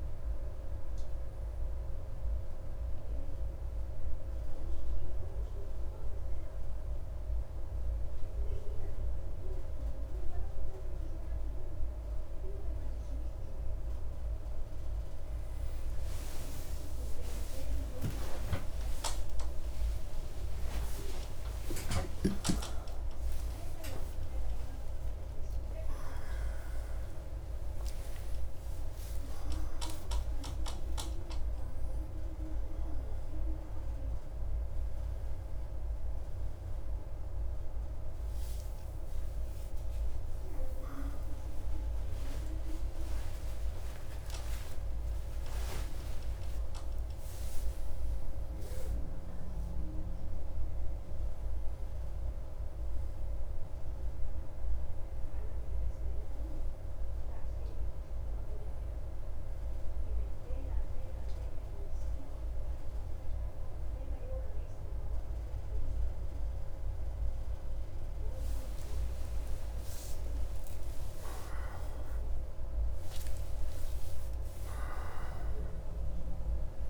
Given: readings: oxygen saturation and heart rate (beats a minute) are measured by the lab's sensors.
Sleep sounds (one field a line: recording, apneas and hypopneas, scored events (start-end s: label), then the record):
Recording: a person awake in a sleep study, hard to hear, by a room microphone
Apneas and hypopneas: none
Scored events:
3.50-76.90 s: new sleep stage, awake
21.50-29.50 s: oxygen desaturation (device-marked, oxygen 98% before, 95% lowest)
From the record:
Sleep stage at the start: N1 (lightest sleep)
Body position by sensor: on the right side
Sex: male